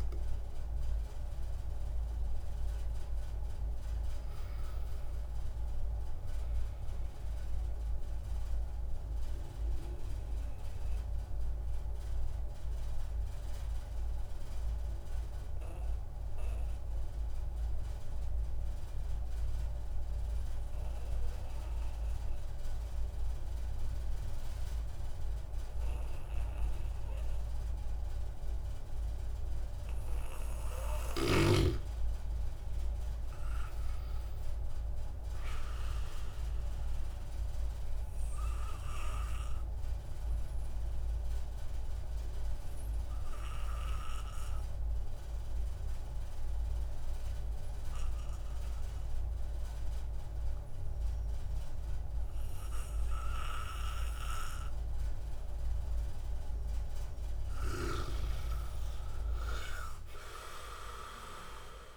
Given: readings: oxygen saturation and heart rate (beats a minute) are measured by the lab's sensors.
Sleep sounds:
breathing in sleep by a room microphone; 2
4.50-7.00 s: arousal
9.00-29.50 s: obstructive apnea (oxygen 97% before, 93% lowest)
25.50-61.97 s: new sleep stage, N1 (lightest sleep)
31.00-34.00 s: arousal
31.50-53.50 s: oxygen desaturation (device-marked, oxygen 97% before, 93% lowest)
37.50-55.50 s: obstructive apnea (oxygen 97% before, 93% lowest)
59.00-61.97 s: arousal
From the record:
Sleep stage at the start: N2 (light sleep); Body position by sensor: on the back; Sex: male

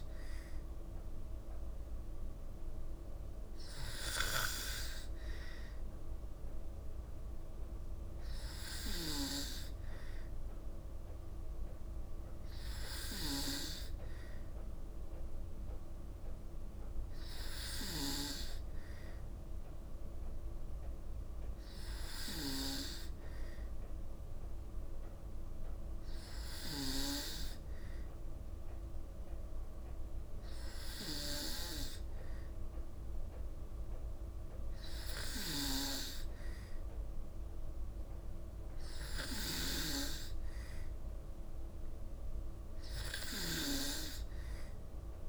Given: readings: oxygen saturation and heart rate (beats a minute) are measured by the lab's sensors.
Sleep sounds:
breathing in sleep by a room microphone; none
none scored
From the record:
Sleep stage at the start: N2 (light sleep); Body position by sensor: on the back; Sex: female

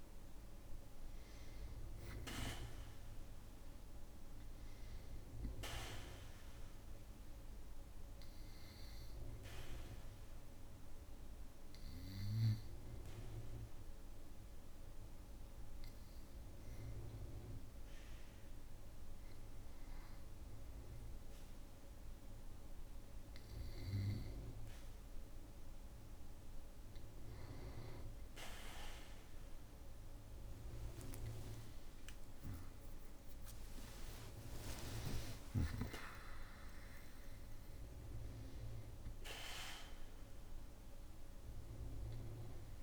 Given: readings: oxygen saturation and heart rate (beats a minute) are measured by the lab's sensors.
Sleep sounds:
breathing in sleep by a room microphone; 1
0.00-1.00 s: oxygen desaturation (device-marked, oxygen 94% lowest, heart rate 53 extreme)
8.50-25.50 s: hypopnea (oxygen 97% before, 96% lowest, heart rate 78 before, 53 extreme, up 17 after)
31.00-33.00 s: long interval between heartbeats (device-marked, heart rate 57 before, 69 extreme)
31.00-35.50 s: arousal
34.50-36.50 s: long interval between heartbeats (device-marked, heart rate 58 before, 78 extreme)
From the record:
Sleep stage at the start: N2 (light sleep); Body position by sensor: on the back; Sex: male

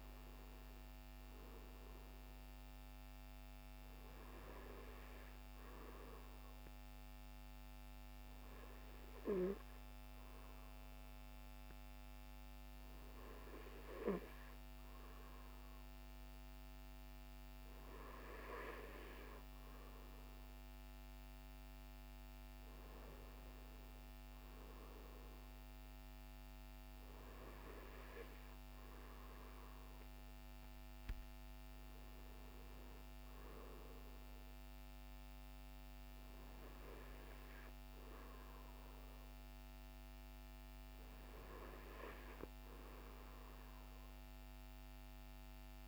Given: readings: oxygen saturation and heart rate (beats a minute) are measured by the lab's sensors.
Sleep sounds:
breathing in sleep, hard to hear, by a microphone on the trachea; none
none scored
From the record:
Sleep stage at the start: N2 (light sleep); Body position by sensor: on the right side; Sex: male

